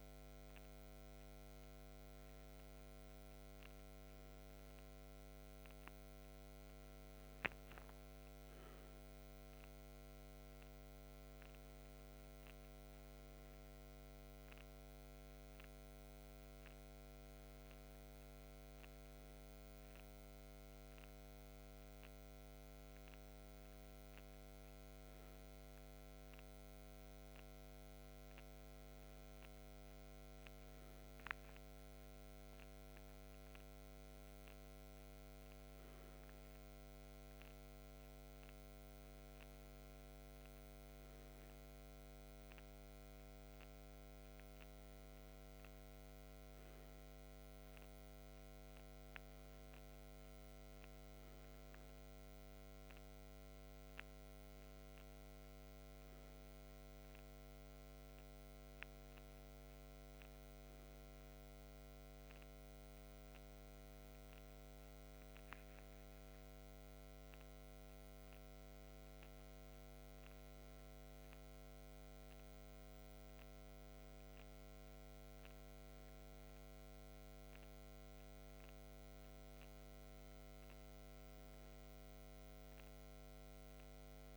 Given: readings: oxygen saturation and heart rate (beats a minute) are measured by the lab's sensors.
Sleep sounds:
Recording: breathing in sleep, hard to hear, by a microphone on the trachea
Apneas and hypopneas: none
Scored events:
none scored
From the record:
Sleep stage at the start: N3 (deep sleep)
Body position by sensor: on the left side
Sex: male

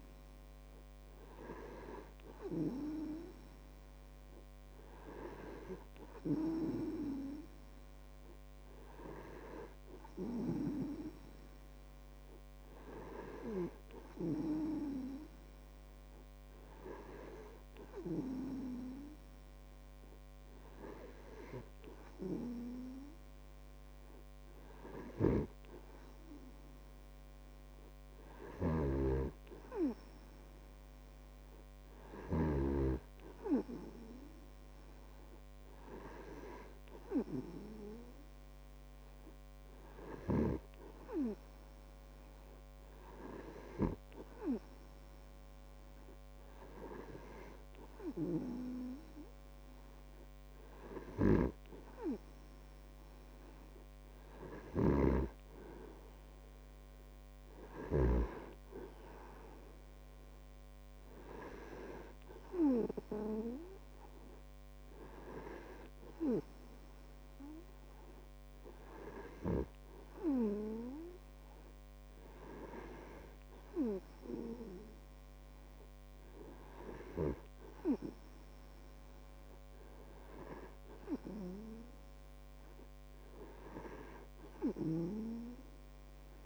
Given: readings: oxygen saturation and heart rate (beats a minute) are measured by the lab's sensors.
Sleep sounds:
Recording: breathing in sleep by a microphone on the trachea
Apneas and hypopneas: none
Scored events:
25.50-33.00 s: snoring (device-marked)
51.50-59.00 s: snoring (device-marked)
From the record:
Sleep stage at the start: N2 (light sleep)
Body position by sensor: on the right side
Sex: male

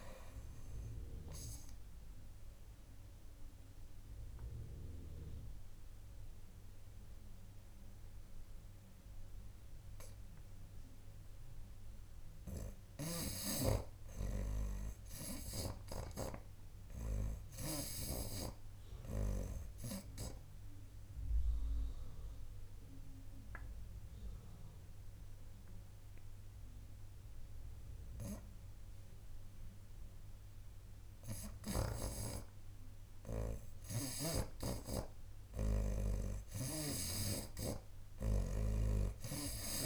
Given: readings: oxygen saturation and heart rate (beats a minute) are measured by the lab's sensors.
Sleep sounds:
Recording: breathing in sleep by a room microphone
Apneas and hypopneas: 2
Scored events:
0.00-16.50 s: oxygen desaturation (device-marked, oxygen 43% lowest, heart rate 76 extreme)
0.50-39.86 s: new sleep stage, N2 (light sleep)
1.00-12.00 s: obstructive apnea (oxygen 63% before, 43% lowest, heart rate 86 before, 76 extreme, up 3 after)
13.00-16.50 s: snoring (device-marked)
14.00-17.50 s: arousal
20.00-33.00 s: obstructive apnea (oxygen 92% before, 55% lowest, heart rate 85 before, 79 extreme, up 8 after)
27.50-39.86 s: oxygen desaturation (device-marked, oxygen 92% before, 56% lowest, heart rate 80 before, 74 extreme)
36.50-39.86 s: snoring (device-marked)
From the record:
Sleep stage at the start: REM sleep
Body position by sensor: on the right side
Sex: male

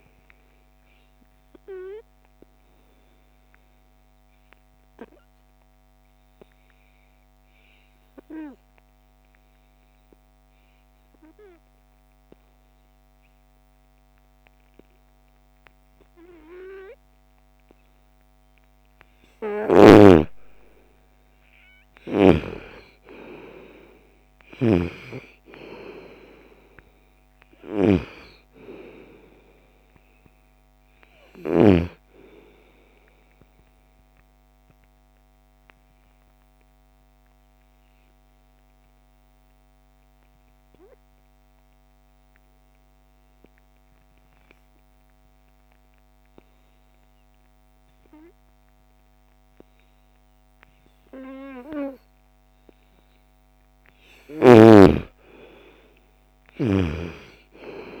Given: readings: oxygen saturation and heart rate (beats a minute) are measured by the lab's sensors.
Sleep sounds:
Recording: breathing in sleep by a microphone on the trachea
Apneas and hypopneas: 2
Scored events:
0.00-14.00 s: oxygen desaturation (device-marked, oxygen 86% lowest, heart rate 49 extreme)
1.00-18.00 s: obstructive apnea (oxygen 99% before, 86% lowest, heart rate 61 before, 49 extreme, up 10 after)
19.00-22.00 s: arousal
19.00-24.00 s: snoring (device-marked)
26.00-39.00 s: oxygen desaturation (device-marked, oxygen 98% before, 89% lowest, heart rate 56 before, 39 extreme)
32.50-52.00 s: obstructive apnea (oxygen 98% before, 86% lowest, heart rate 57 before, 39 extreme, up 27 after)
51.00-58.00 s: oxygen desaturation (device-marked, oxygen 98% before, 88% lowest, heart rate 54 before, 55 extreme)
53.00-57.50 s: arousal
From the record:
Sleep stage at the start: N2 (light sleep)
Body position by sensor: on the right side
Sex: female

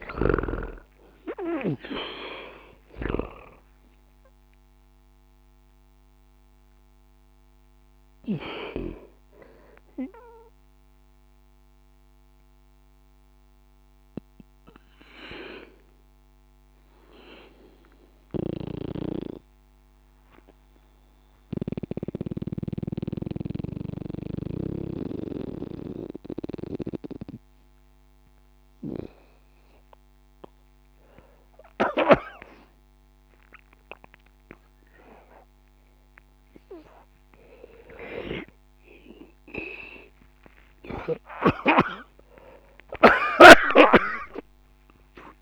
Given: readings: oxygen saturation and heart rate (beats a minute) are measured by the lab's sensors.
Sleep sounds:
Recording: breathing in sleep by a microphone on the trachea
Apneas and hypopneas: none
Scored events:
0.00-35.50 s: oxygen desaturation (device-marked, oxygen 77% lowest, heart rate 60 extreme)
39.00-44.00 s: arousal
From the record:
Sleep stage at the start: N2 (light sleep)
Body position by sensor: on the back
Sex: male

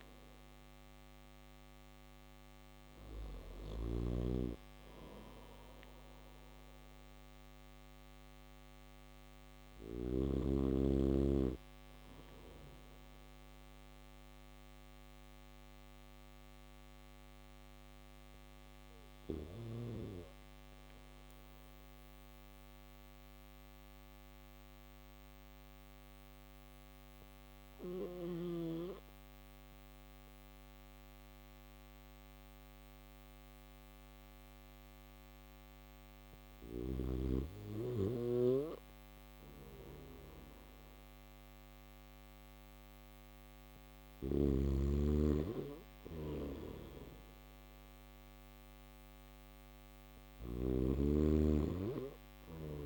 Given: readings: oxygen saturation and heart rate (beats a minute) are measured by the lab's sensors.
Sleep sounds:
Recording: breathing in sleep by a microphone on the trachea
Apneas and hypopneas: none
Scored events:
0.00-1.50 s: oxygen desaturation (device-marked, oxygen 92% lowest)
43.00-49.50 s: snoring (device-marked)
51.50-52.85 s: snoring (device-marked)
From the record:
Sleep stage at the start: N3 (deep sleep)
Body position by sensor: on the back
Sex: male

